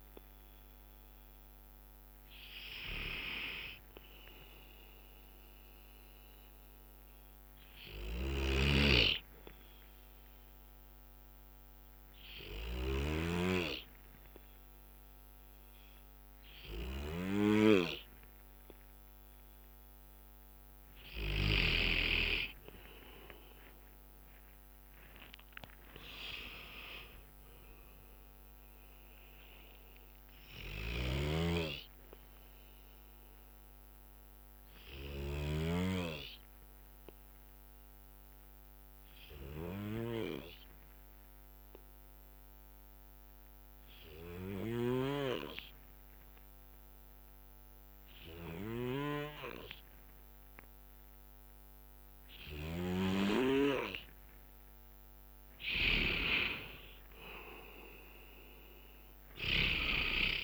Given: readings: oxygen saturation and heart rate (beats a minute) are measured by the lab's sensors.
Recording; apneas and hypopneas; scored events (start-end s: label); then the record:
breathing in sleep by a microphone on the trachea; 2
1.00-4.00 s: arousal
7.00-22.00 s: obstructive apnea (oxygen 97% before, 91% lowest, heart rate 64 before, 57 extreme, up 16 after)
7.50-9.50 s: bradycardia (device-marked, heart rate 65 before, 61 extreme)
8.50-22.00 s: snoring (device-marked)
22.50-33.50 s: drop in pulse transit time (device-marked, heart rate 63 before, 66 extreme)
24.50-27.00 s: arousal
27.50-43.50 s: oxygen desaturation (device-marked, oxygen 97% before, 94% lowest, heart rate 65 before, 57 extreme)
31.00-36.00 s: snoring (device-marked)
31.50-33.50 s: bradycardia (device-marked, heart rate 65 before, 66 extreme)
34.00-55.50 s: obstructive apnea (oxygen 97% before, 89% lowest, heart rate 69 before, 58 extreme, up 10 after)
53.50-60.44 s: oxygen desaturation (device-marked, oxygen 98% before, 91% lowest, heart rate 61 before, 58 extreme)
58.00-60.44 s: arousal
From the record:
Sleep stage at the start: N2 (light sleep); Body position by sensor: on the back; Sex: male